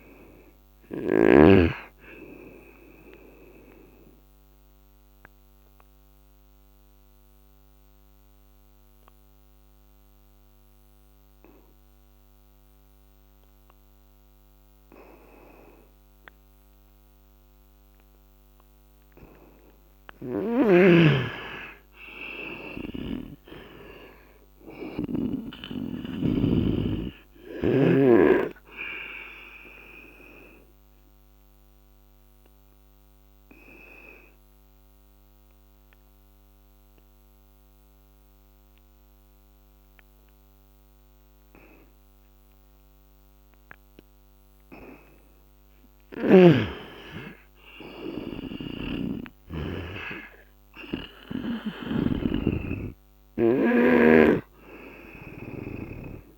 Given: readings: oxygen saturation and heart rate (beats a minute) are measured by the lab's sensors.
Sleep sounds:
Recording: breathing in sleep by a microphone on the trachea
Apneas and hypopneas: 2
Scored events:
0.00-1.00 s: snoring (device-marked)
0.00-4.00 s: oxygen desaturation (device-marked, oxygen 91% lowest, heart rate 69 extreme)
3.50-18.50 s: obstructive apnea (oxygen 96% before, 87% lowest, heart rate 74 before, 69 extreme, up 10 after)
15.00-26.00 s: oxygen desaturation (device-marked, oxygen 93% before, 89% lowest, heart rate 76 before, 71 extreme)
20.00-25.00 s: snoring (device-marked)
21.00-24.00 s: arousal
29.00-45.00 s: obstructive apnea (oxygen 95% before, 87% lowest, heart rate 73 before, 70 extreme, up 4 after)
45.00-52.00 s: oxygen desaturation (device-marked, oxygen 92% before, 87% lowest, heart rate 77 before, 67 extreme)
46.50-50.50 s: arousal
48.00-51.50 s: snoring (device-marked)
From the record:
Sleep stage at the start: N2 (light sleep)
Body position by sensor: on the right side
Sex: male

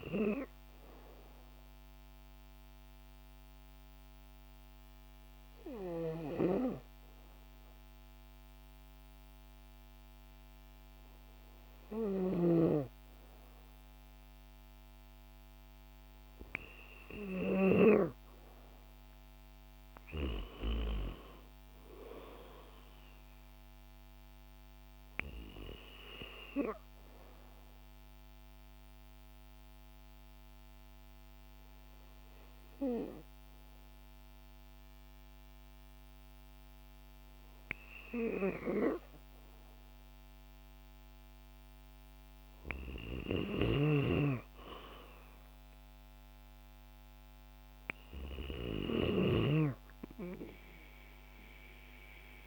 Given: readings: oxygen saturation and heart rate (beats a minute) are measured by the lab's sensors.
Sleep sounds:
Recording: breathing in sleep by a microphone on the trachea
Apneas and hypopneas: 2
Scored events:
1.50-13.50 s: hypopnea (oxygen 96% before, 93% lowest, heart rate 56 before, 53 extreme, up 4 after)
11.50-17.00 s: snoring (device-marked)
19.00-22.00 s: arousal
26.50-39.50 s: hypopnea (oxygen 96% before, 93% lowest, heart rate 56 before, 53 extreme, up 3 after)
42.50-48.50 s: snoring (device-marked)
47.50-51.50 s: arousal
48.00-52.47 s: oxygen desaturation (device-marked, oxygen 97% before, 93% lowest, heart rate 54 before, 53 extreme)
From the record:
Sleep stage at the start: N2 (light sleep)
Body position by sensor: on the back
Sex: female

